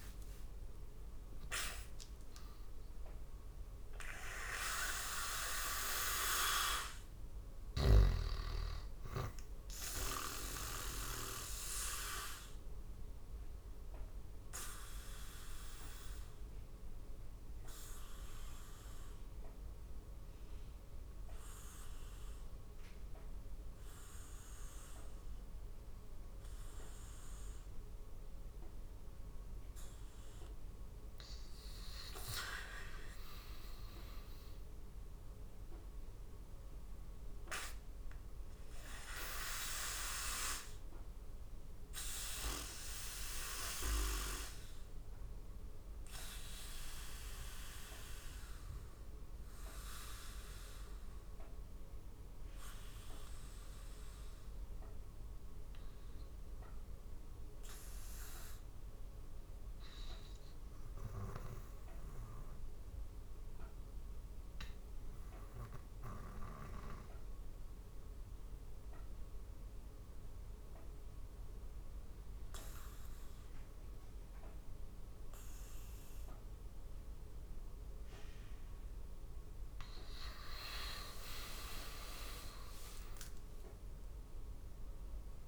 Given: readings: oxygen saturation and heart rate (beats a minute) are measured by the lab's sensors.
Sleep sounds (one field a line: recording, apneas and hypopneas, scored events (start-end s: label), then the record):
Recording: breathing in sleep by a room microphone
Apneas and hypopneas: 2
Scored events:
0.00-1.00 s: arousal
0.00-8.00 s: oxygen desaturation (device-marked, oxygen 89% lowest, heart rate 73 extreme)
10.00-27.00 s: oxygen desaturation (device-marked, oxygen 93% before, 81% lowest, heart rate 86 before, 73 extreme)
11.50-30.50 s: obstructive apnea (oxygen 99% before, 81% lowest, heart rate 86 before, 73 extreme, up 8 after)
12.00-72.00 s: new sleep stage, REM sleep
32.50-36.00 s: arousal
40.50-75.50 s: obstructive apnea (oxygen 100% before, 76% lowest, heart rate 76 before, 70 extreme, up 10 after)
41.00-62.00 s: oxygen desaturation (device-marked, oxygen 98% before, 82% lowest, heart rate 76 before, 70 extreme)
69.00-85.48 s: oxygen desaturation (device-marked, oxygen 99% before, 76% lowest, heart rate 75 before, 68 extreme)
72.00-85.48 s: new sleep stage, N2 (light sleep)
79.50-84.00 s: arousal
From the record:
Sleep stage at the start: N2 (light sleep)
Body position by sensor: on the back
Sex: male